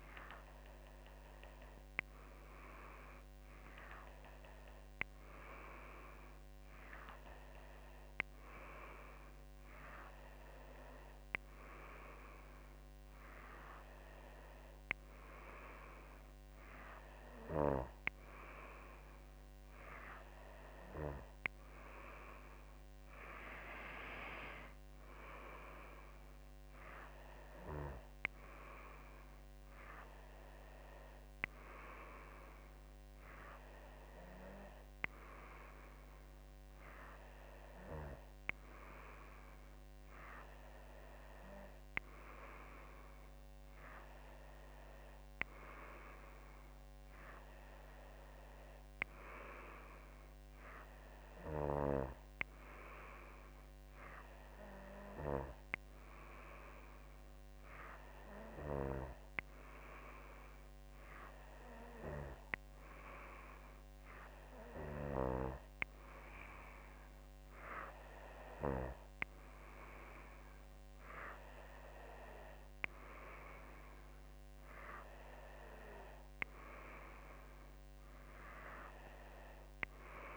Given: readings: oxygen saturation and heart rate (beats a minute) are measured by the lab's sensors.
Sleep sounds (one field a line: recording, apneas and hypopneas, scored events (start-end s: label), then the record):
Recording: breathing in sleep by a microphone on the trachea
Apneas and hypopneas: none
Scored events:
none scored
From the record:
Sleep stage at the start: N2 (light sleep)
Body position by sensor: on the back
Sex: female